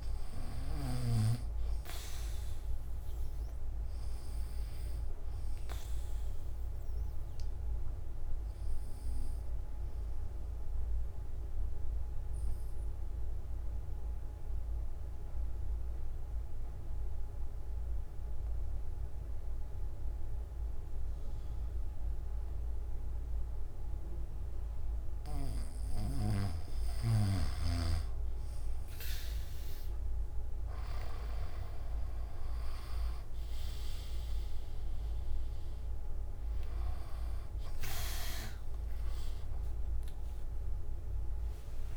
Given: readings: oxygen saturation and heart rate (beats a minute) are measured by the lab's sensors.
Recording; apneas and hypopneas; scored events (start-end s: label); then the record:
breathing in sleep by a room microphone; 1
0.00-20.50 s: oxygen desaturation (device-marked, oxygen 94% lowest)
7.50-24.50 s: obstructive apnea (oxygen 99% before, 94% lowest)
From the record:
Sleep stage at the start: N3 (deep sleep); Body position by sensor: on the back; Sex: male